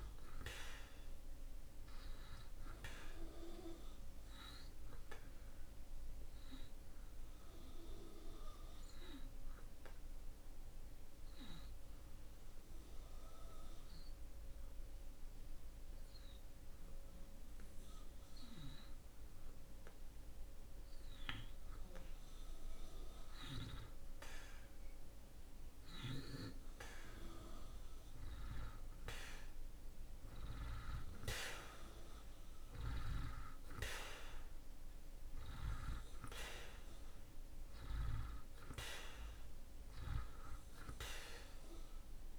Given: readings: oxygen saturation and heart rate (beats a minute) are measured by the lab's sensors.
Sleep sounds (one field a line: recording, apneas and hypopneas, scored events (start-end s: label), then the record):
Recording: breathing in sleep by a room microphone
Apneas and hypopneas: 1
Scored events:
0.00-19.00 s: oxygen desaturation (device-marked, oxygen 80% lowest)
7.50-21.00 s: obstructive apnea (oxygen 96% before, 81% lowest)
26.50-31.50 s: arousal
32.00-42.39 s: oxygen desaturation (device-marked, oxygen 94% before, 84% lowest)
From the record:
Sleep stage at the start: N2 (light sleep)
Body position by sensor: on the back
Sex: male